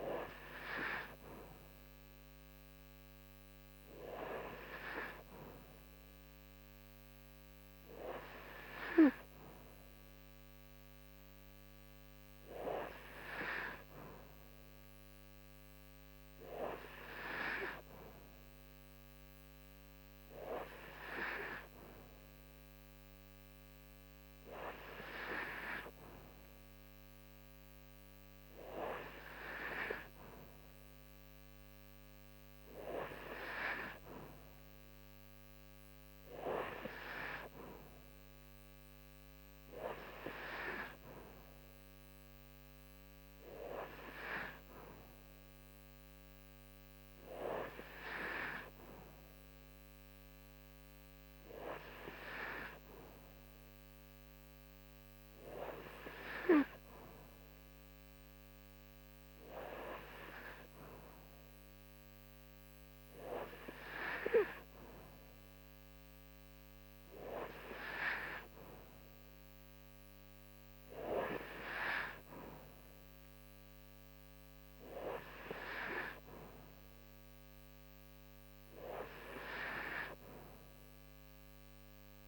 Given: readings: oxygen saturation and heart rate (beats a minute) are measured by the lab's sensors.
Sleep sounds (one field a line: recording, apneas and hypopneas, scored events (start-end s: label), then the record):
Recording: breathing in sleep by a microphone on the trachea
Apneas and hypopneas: none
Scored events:
none scored
From the record:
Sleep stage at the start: N2 (light sleep)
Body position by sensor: on the right side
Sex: female